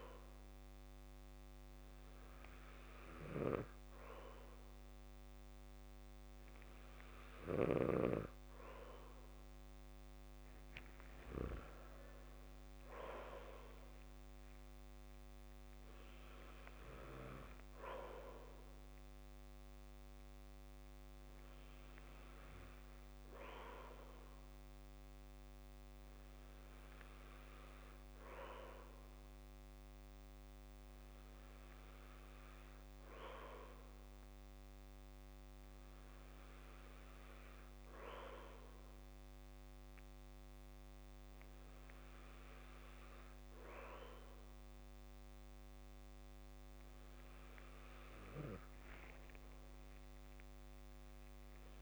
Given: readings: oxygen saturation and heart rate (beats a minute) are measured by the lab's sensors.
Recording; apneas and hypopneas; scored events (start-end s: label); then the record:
breathing in sleep by a microphone on the trachea; none
11.00-13.00 s: long interval between heartbeats (device-marked, heart rate 63 before, 87 extreme)
50.00-51.82 s: long interval between heartbeats (device-marked, heart rate 62 before, 77 extreme)
From the record:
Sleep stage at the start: N2 (light sleep); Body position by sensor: on the back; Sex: male